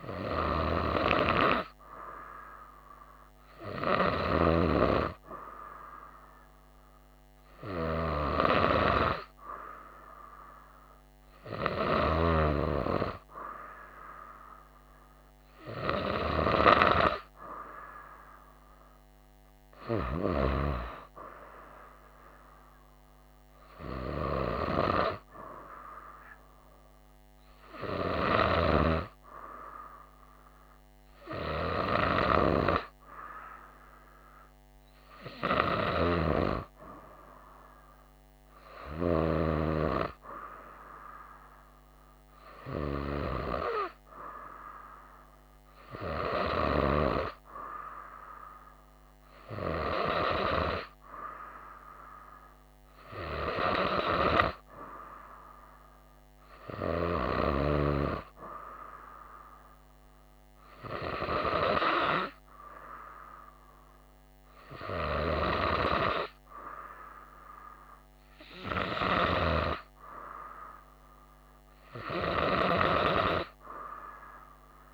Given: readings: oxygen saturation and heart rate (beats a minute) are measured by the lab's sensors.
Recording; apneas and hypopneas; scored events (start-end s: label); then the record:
breathing in sleep by a microphone on the trachea; none
none scored
From the record:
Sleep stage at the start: N2 (light sleep); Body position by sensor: on the right side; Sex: female